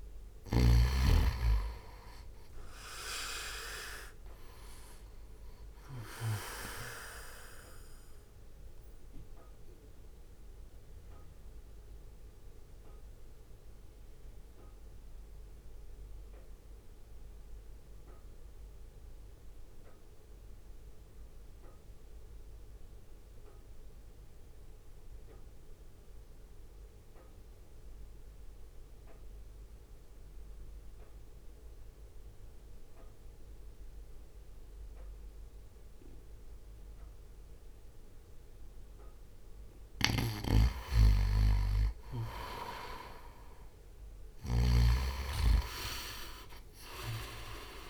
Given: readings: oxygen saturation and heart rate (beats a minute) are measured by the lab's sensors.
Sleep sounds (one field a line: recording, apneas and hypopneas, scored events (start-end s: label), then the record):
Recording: breathing in sleep by a room microphone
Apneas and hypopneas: 1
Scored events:
0.00-1.00 s: snoring (device-marked)
0.00-1.50 s: arousal
0.00-13.00 s: oxygen desaturation (device-marked, oxygen 91% lowest, heart rate 51 extreme)
0.00-14.00 s: drop in pulse transit time (device-marked, heart rate 60 before, 51 extreme)
8.00-39.00 s: mixed apnea (oxygen 97% before, 90% lowest, heart rate 58 before, 50 extreme, up 1 after)
40.00-45.00 s: snoring (device-marked)
42.50-46.00 s: arousal
44.00-47.90 s: oxygen desaturation (device-marked, oxygen 98% before, 91% lowest, heart rate 60 before, 50 extreme)
46.00-47.90 s: drop in pulse transit time (device-marked, heart rate 60 before, 50 extreme)
From the record:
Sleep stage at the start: N2 (light sleep)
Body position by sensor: on the right side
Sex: male